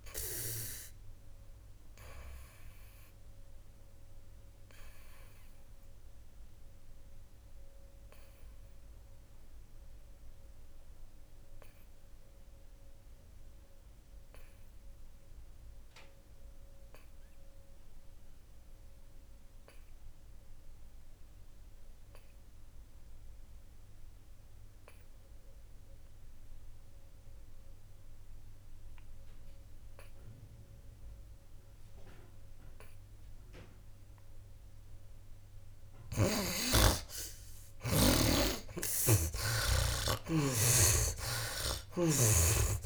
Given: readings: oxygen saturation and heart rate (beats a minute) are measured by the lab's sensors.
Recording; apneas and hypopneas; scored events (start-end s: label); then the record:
breathing in sleep by a room microphone; 1
0.00-28.00 s: oxygen desaturation (device-marked, oxygen 69% lowest, heart rate 57 extreme)
1.50-36.00 s: obstructive apnea (oxygen 98% before, 67% lowest, heart rate 68 before, 57 extreme, up 15 after)
34.00-42.86 s: oxygen desaturation (device-marked, oxygen 95% before, 67% lowest, heart rate 59 before, 55 extreme)
39.00-42.50 s: snoring (device-marked)
40.50-42.86 s: arousal
From the record:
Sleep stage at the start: N2 (light sleep); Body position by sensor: on the back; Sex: male